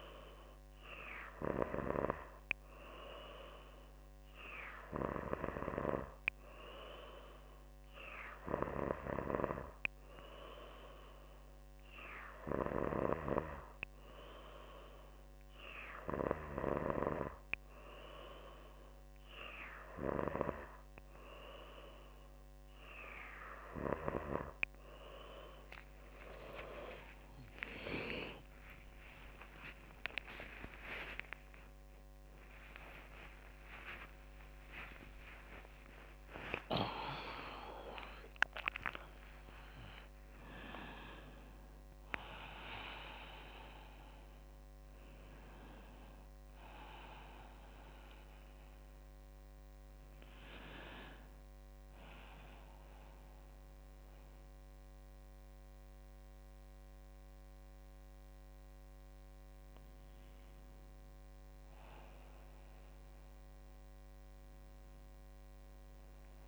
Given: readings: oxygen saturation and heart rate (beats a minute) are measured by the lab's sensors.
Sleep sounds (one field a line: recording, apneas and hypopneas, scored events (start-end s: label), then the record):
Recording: a person partly awake in a sleep study, by a microphone on the trachea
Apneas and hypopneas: none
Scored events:
27.00-42.00 s: tachycardia (device-marked, heart rate 69 before, 187 extreme)
29.00-31.00 s: long interval between heartbeats (device-marked, heart rate 69 before, 81 extreme)
31.00-33.00 s: long interval between heartbeats (device-marked, heart rate 71 before, 114 extreme)
33.00-35.00 s: long interval between heartbeats (device-marked, heart rate 76 before, 137 extreme)
34.00-64.00 s: new sleep stage, awake
35.50-37.50 s: long interval between heartbeats (device-marked, heart rate 85 before, 178 extreme)
39.00-41.00 s: long interval between heartbeats (device-marked, heart rate 107 before, 167 extreme)
64.00-66.48 s: new sleep stage, N1 (lightest sleep)
From the record:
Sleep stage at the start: N3 (deep sleep)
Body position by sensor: on the back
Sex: female